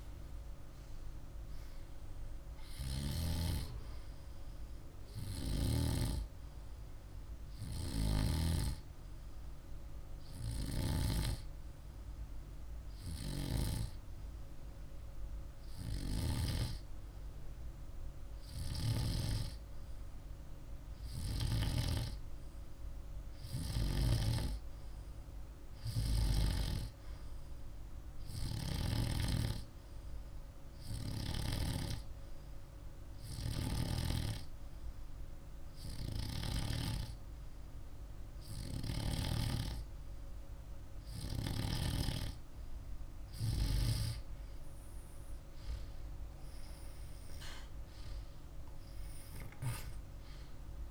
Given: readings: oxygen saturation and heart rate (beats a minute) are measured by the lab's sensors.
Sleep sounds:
breathing in sleep by a room microphone; 2
6.50-19.00 s: hypopnea (oxygen 99% before, 96% lowest, heart rate 52 before, 43 extreme, up 8 after)
21.50-25.00 s: arousal
30.50-42.50 s: hypopnea (oxygen 99% before, 96% lowest, heart rate 49 before, 49 extreme, up 2 after)
47.50-50.90 s: arousal
From the record:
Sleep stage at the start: N2 (light sleep); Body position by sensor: on the back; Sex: male

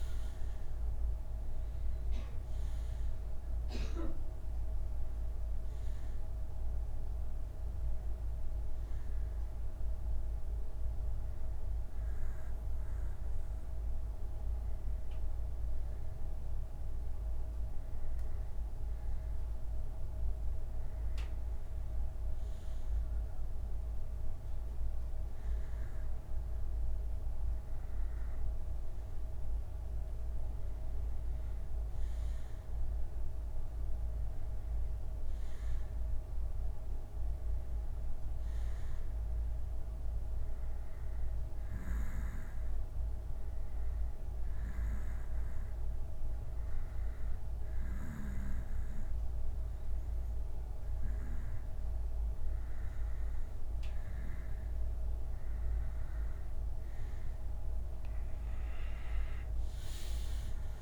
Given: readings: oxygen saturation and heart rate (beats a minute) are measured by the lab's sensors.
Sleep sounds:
breathing in sleep, hard to hear, by a room microphone; 2
0.00-7.50 s: oxygen desaturation (device-marked, oxygen 89% lowest, heart rate 46 extreme)
3.50-14.50 s: bradycardia (device-marked, heart rate 61 before, 46 extreme)
6.00-18.00 s: hypopnea (oxygen 96% before, 88% lowest, heart rate 68 before, 46 extreme, up 28 after)
20.50-24.00 s: arousal
26.50-43.50 s: oxygen desaturation (device-marked, oxygen 93% before, 90% lowest, heart rate 58 before, 45 extreme)
32.50-60.82 s: bradycardia (device-marked, heart rate 61 before, 45 extreme)
41.00-54.00 s: hypopnea (oxygen 93% before, 88% lowest, heart rate 64 before, 45 extreme, up 4 after)
56.00-60.00 s: arousal
From the record:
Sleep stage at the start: N2 (light sleep); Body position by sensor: on the back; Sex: male

